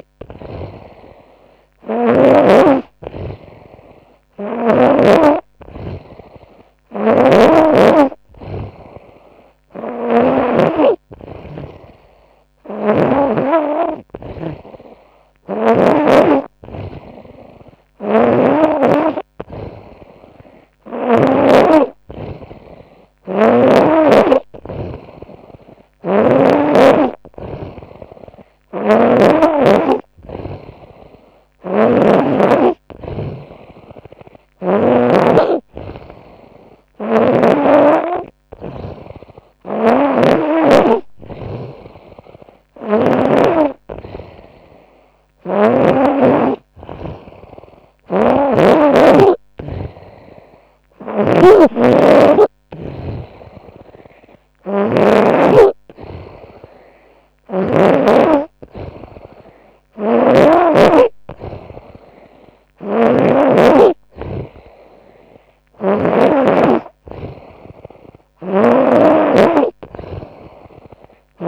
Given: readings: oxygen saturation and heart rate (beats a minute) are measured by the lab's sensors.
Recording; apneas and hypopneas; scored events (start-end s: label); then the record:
breathing in sleep by a microphone on the trachea; none
1.00-4.50 s: snoring (device-marked)
6.50-10.00 s: snoring (device-marked)
12.00-15.50 s: snoring (device-marked)
25.00-31.50 s: snoring (device-marked)
36.00-42.50 s: snoring (device-marked)
47.00-54.50 s: snoring (device-marked)
56.50-60.00 s: snoring (device-marked)
62.00-65.50 s: snoring (device-marked)
67.50-71.48 s: snoring (device-marked)
From the record:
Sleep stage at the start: N3 (deep sleep); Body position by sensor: on the front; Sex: female